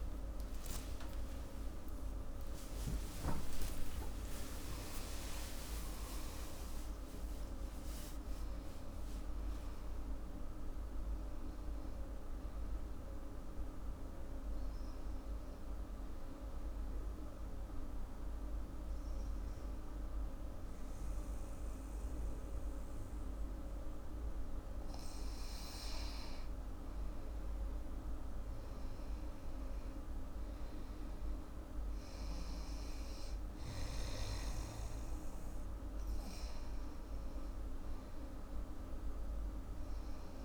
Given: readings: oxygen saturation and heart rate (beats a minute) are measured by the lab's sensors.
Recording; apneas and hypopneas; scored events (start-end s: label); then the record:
a person partly awake in a sleep study, hard to hear, by a room microphone; 1
0.00-3.00 s: oxygen desaturation (device-marked, oxygen 89% lowest, heart rate 65 extreme)
3.50-5.50 s: long interval between heartbeats (device-marked, heart rate 82 before, 95 extreme)
4.00-9.50 s: arousal
15.50-26.50 s: obstructive apnea
29.00-40.45 s: new sleep stage, awake
From the record:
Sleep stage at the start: N2 (light sleep); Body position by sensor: on the back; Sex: female